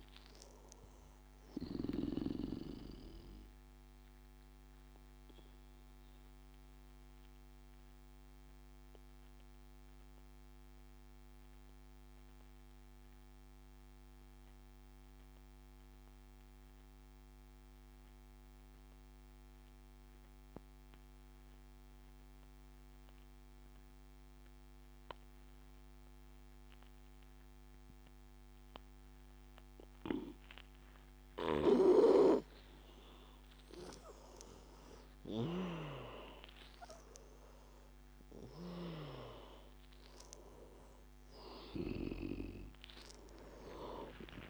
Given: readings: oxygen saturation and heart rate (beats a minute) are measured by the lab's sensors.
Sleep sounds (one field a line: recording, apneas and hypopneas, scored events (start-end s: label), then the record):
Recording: breathing in sleep by a microphone on the trachea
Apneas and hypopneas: 1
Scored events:
0.00-9.00 s: oxygen desaturation (device-marked, oxygen 88% lowest, heart rate 79 extreme)
4.50-33.50 s: obstructive apnea (oxygen 99% before, 86% lowest, heart rate 86 before, 79 extreme, up 11 after)
31.50-35.50 s: snoring (device-marked)
36.00-44.50 s: oxygen desaturation (device-marked, oxygen 98% before, 87% lowest, heart rate 83 before, 76 extreme)
41.50-44.50 s: arousal
From the record:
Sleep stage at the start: N2 (light sleep)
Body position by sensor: on the back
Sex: male